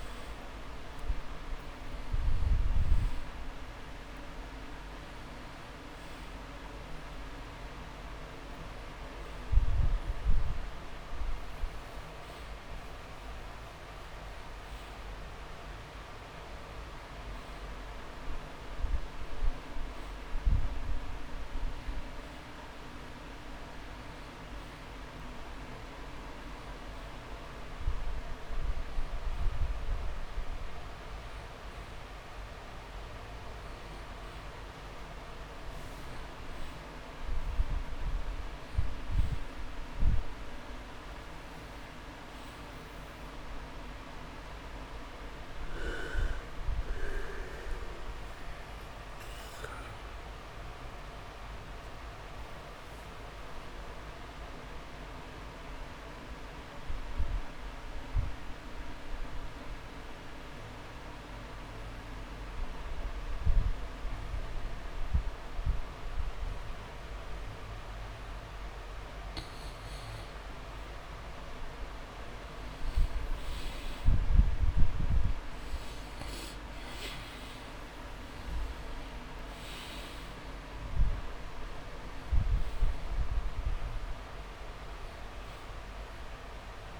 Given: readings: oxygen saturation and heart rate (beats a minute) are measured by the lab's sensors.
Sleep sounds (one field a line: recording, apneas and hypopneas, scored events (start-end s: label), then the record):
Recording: breathing in sleep, hard to hear, by a room microphone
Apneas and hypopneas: 2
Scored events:
0.00-17.00 s: oxygen desaturation (device-marked, oxygen 95% lowest)
19.00-31.50 s: hypopnea (oxygen 98% before, 92% lowest)
46.00-49.50 s: arousal
54.50-69.00 s: central apnea (oxygen 98% before, 92% lowest)
73.50-78.00 s: arousal
80.00-87.00 s: oxygen desaturation (device-marked, oxygen 99% before, 92% lowest)
From the record:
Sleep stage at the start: N2 (light sleep)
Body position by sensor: on the back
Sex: male